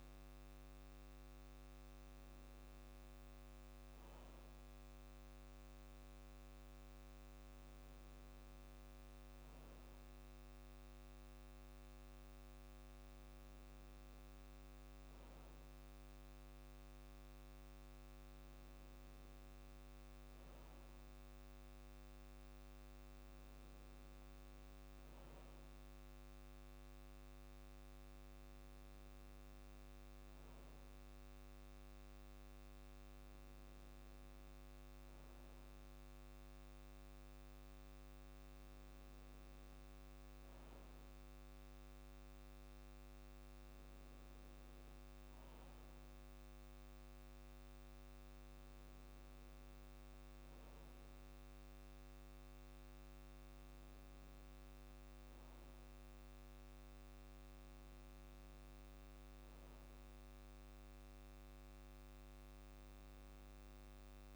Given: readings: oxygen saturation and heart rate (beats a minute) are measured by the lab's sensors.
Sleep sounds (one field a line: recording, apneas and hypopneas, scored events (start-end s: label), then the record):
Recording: breathing in sleep, hard to hear, by a microphone on the trachea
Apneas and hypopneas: none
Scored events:
53.00-55.00 s: long interval between heartbeats (device-marked, heart rate 58 before, 62 extreme)
From the record:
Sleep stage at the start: N2 (light sleep)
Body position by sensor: on the back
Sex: male